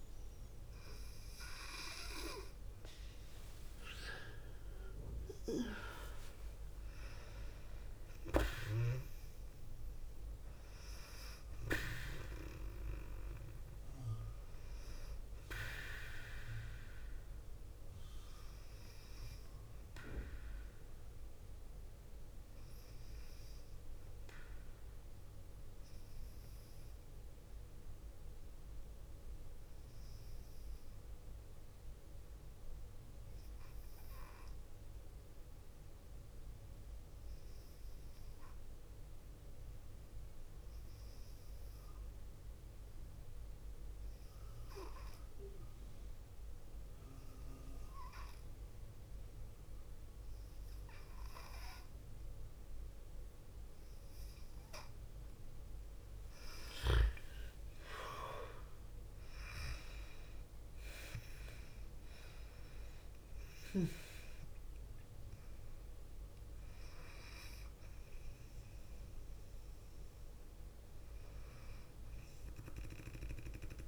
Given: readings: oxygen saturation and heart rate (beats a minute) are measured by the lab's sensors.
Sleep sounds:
breathing in sleep by a room microphone; 1
1.50-17.50 s: oxygen desaturation (device-marked, oxygen 95% before, 92% lowest, heart rate 51 before, 48 extreme)
3.00-6.00 s: arousal
28.00-54.00 s: hypopnea (oxygen 95% before, 91% lowest, heart rate 53 before, 45 extreme, up 8 after)
50.50-73.88 s: oxygen desaturation (device-marked, oxygen 98% before, 91% lowest, heart rate 50 before, 45 extreme)
56.00-60.00 s: arousal
From the record:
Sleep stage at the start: N2 (light sleep); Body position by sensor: on the left side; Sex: female

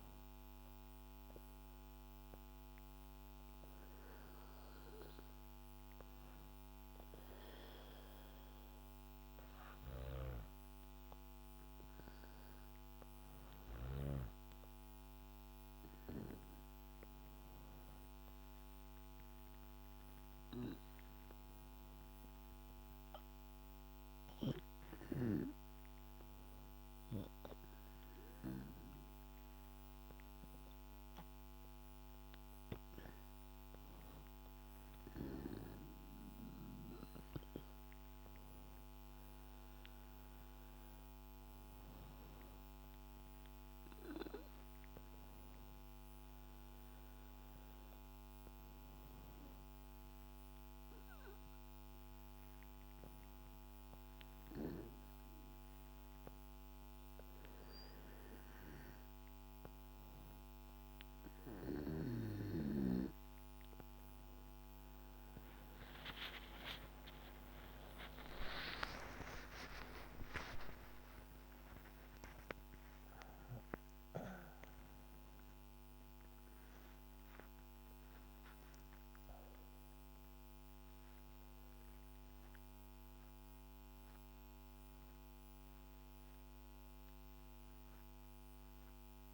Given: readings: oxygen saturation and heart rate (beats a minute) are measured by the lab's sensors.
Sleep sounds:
breathing in sleep by a microphone on the trachea; 3
2.50-12.50 s: hypopnea (oxygen 99% before, 96% lowest, heart rate 66 before, 62 extreme, up 3 after)
16.50-21.00 s: arousal
27.00-39.50 s: hypopnea (oxygen 99% before, 97% lowest, heart rate 65 before, 62 extreme, up 7 after)
41.00-45.00 s: arousal
49.50-60.50 s: hypopnea (oxygen 99% before, 97% lowest, heart rate 66 before, 66 extreme, up 23 after)
66.00-70.50 s: arousal
From the record:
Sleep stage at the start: N2 (light sleep); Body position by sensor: on the back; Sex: female

